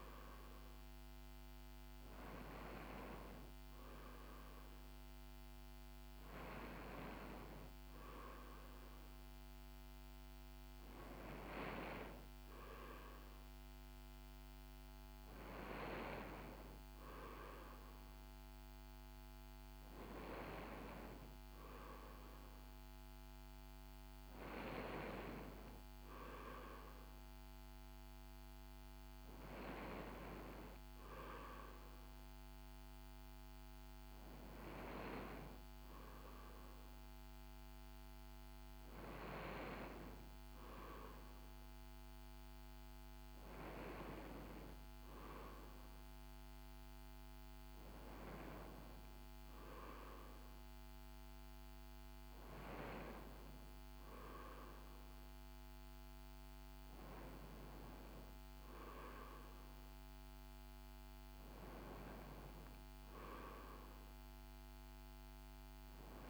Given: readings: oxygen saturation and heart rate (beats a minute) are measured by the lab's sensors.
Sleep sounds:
breathing in sleep by a microphone on the trachea; none
none scored
From the record:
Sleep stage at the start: N2 (light sleep); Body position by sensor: on the right side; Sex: female

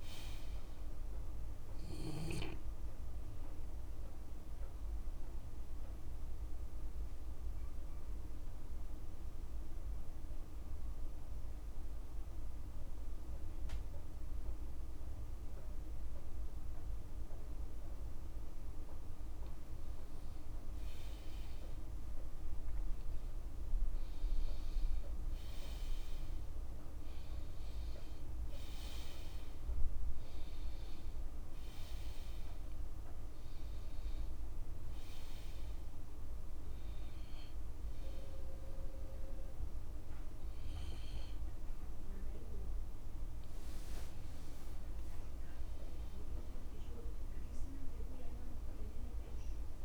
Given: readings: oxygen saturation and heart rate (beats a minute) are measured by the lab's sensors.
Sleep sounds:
breathing in sleep, hard to hear, by a room microphone; 1
0.00-24.00 s: oxygen desaturation (device-marked, oxygen 89% lowest, heart rate 36 extreme)
3.00-19.50 s: obstructive apnea (oxygen 98% before, 89% lowest, heart rate 55 before, 36 extreme, up 39 after)
15.50-17.50 s: long interval between heartbeats (device-marked, heart rate 52 before, 59 extreme)
18.00-20.00 s: long interval between heartbeats (device-marked, heart rate 54 before, 71 extreme)
21.00-23.00 s: long interval between heartbeats (device-marked, heart rate 59 before, 85 extreme)
21.00-24.50 s: arousal
24.00-26.00 s: long interval between heartbeats (device-marked, heart rate 63 before, 77 extreme)
30.50-32.50 s: long interval between heartbeats (device-marked, heart rate 69 before, 55 extreme)
37.00-39.00 s: long interval between heartbeats (device-marked, heart rate 66 before, 37 extreme)
40.50-42.50 s: long interval between heartbeats (device-marked, heart rate 60 before, 43 extreme)
44.00-46.00 s: long interval between heartbeats (device-marked, heart rate 52 before, 52 extreme)
46.00-48.00 s: long interval between heartbeats (device-marked, heart rate 49 before, 54 extreme)
From the record:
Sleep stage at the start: N2 (light sleep); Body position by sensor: on the left side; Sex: male

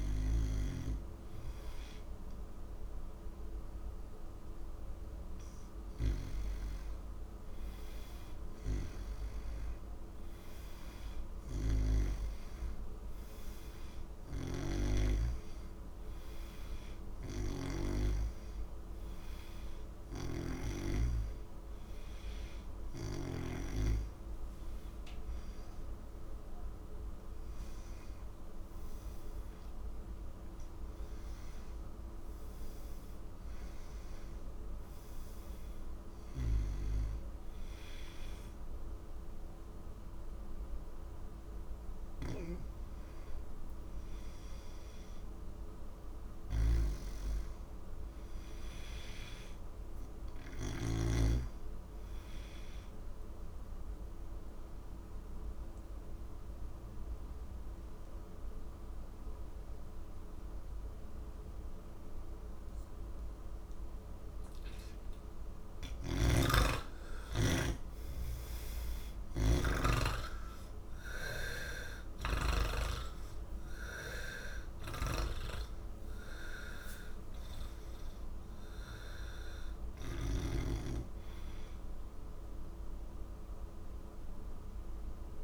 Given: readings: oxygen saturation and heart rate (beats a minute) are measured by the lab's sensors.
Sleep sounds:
breathing in sleep by a room microphone; none
15.50-25.50 s: oxygen desaturation (device-marked, oxygen 93% before, 90% lowest, heart rate 81 before, 79 extreme)
42.50-48.50 s: oxygen desaturation (device-marked, oxygen 92% before, 89% lowest, heart rate 87 before, 77 extreme)
65.50-69.50 s: snoring (device-marked)
From the record:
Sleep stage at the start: N1 (lightest sleep); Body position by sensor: on the back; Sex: male

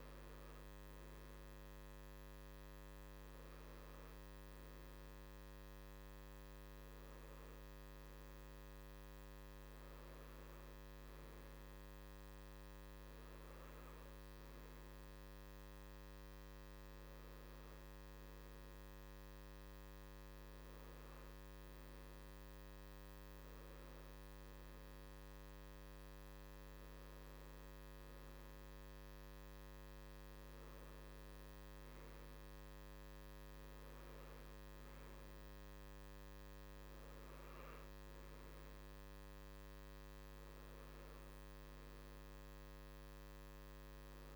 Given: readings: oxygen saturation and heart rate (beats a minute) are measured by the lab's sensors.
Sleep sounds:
breathing in sleep, hard to hear, by a microphone on the trachea; none
none scored
From the record:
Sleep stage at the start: N3 (deep sleep); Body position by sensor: on the right side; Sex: male

